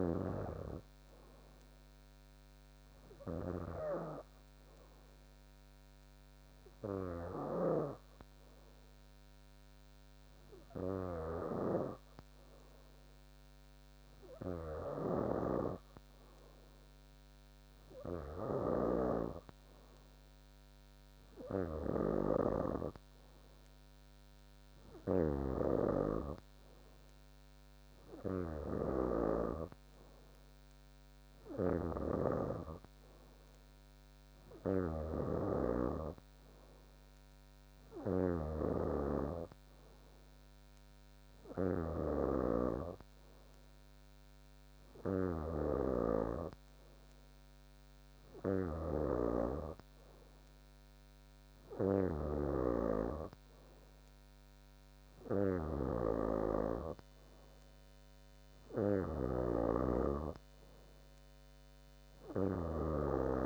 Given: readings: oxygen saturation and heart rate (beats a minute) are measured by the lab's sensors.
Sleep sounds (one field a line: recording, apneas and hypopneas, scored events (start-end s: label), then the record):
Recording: breathing in sleep by a microphone on the trachea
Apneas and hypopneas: none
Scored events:
31.50-42.00 s: snoring (device-marked)
55.50-63.46 s: snoring (device-marked)
From the record:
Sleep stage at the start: N2 (light sleep)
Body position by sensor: on the back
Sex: female